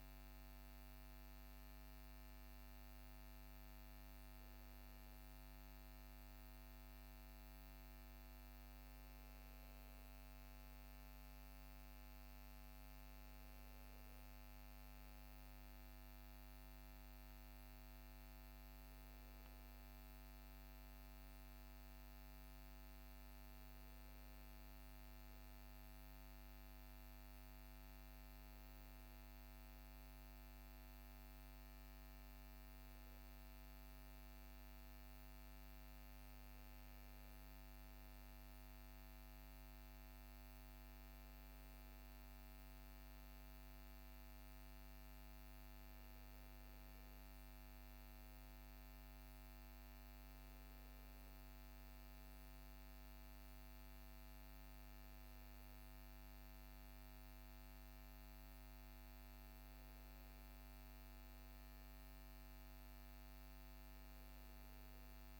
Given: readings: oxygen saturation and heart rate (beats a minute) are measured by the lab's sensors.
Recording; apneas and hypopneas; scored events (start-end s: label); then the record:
breathing in sleep, hard to hear, by a microphone on the trachea; none
22.50-65.40 s: new sleep stage, N2 (light sleep)
From the record:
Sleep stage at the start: N1 (lightest sleep); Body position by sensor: on the back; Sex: male